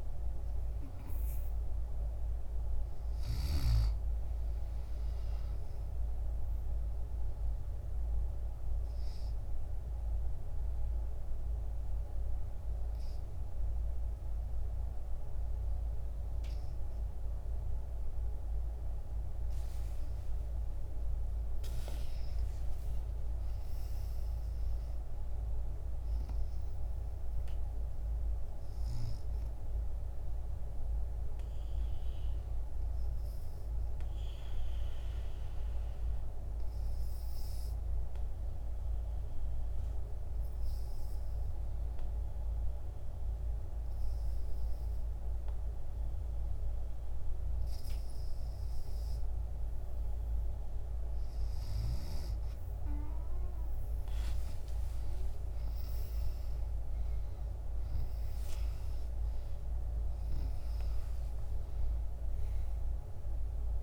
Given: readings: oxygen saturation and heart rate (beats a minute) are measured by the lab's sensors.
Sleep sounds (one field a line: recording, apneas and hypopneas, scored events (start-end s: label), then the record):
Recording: breathing in sleep, hard to hear, by a room microphone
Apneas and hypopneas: 2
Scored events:
6.50-18.00 s: obstructive apnea (oxygen 96% before, 93% lowest, heart rate 82 before, 64 extreme, up 8 after)
20.50-24.00 s: arousal
30.50-50.00 s: obstructive apnea (oxygen 97% before, 93% lowest, heart rate 76 before, 65 extreme, up 25 after)
52.00-63.83 s: oxygen desaturation (device-marked, oxygen 96% before, 93% lowest, heart rate 68 before, 66 extreme)
55.50-60.50 s: arousal
From the record:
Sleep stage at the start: N2 (light sleep)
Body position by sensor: on the back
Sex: female